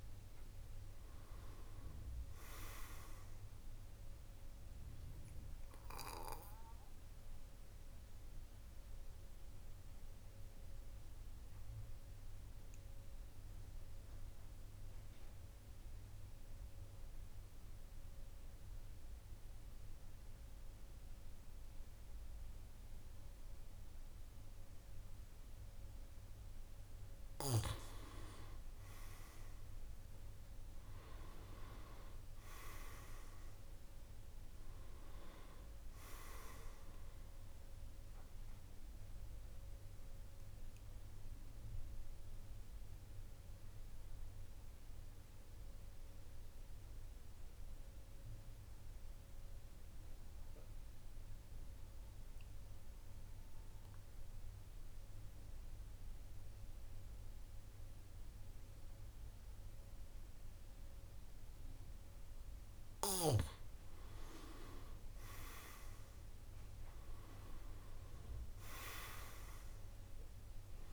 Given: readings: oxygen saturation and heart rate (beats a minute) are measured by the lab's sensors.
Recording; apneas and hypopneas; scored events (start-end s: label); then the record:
breathing in sleep by a room microphone; 2
0.00-21.00 s: oxygen desaturation (device-marked, oxygen 99% before, 91% lowest, heart rate 50 before, 46 extreme)
4.50-25.50 s: obstructive apnea (oxygen 99% before, 90% lowest, heart rate 52 before, 46 extreme, up 9 after)
28.00-32.00 s: arousal
32.00-52.00 s: oxygen desaturation (device-marked, oxygen 99% before, 92% lowest, heart rate 50 before, 46 extreme)
38.00-62.50 s: obstructive apnea (oxygen 99% before, 88% lowest, heart rate 53 before, 45 extreme, up 9 after)
62.00-70.93 s: oxygen desaturation (device-marked, oxygen 99% before, 90% lowest, heart rate 49 before, 45 extreme)
64.50-68.50 s: arousal
From the record:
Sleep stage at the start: N2 (light sleep); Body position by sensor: on the back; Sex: male